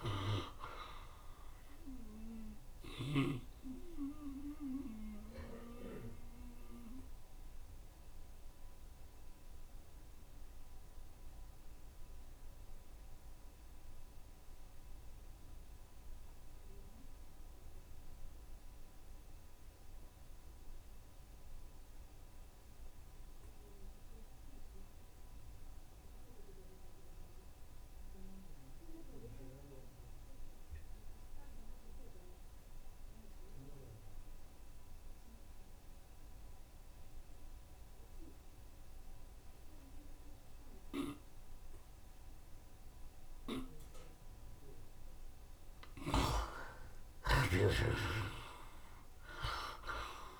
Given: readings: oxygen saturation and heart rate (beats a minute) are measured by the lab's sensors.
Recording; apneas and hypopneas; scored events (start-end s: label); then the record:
breathing in sleep by a room microphone; 1
0.00-24.00 s: oxygen desaturation (device-marked, oxygen 57% lowest, heart rate 65 extreme)
5.50-45.00 s: obstructive apnea (oxygen 66% before, 57% lowest, heart rate 70 before, 65 extreme, up 14 after)
29.00-50.40 s: oxygen desaturation (device-marked, oxygen 87% before, 57% lowest, heart rate 66 before, 66 extreme)
47.00-49.00 s: long interval between heartbeats (device-marked, heart rate 68 before, 80 extreme)
47.00-50.40 s: arousal
From the record:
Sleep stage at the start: N2 (light sleep); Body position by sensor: on the right side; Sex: male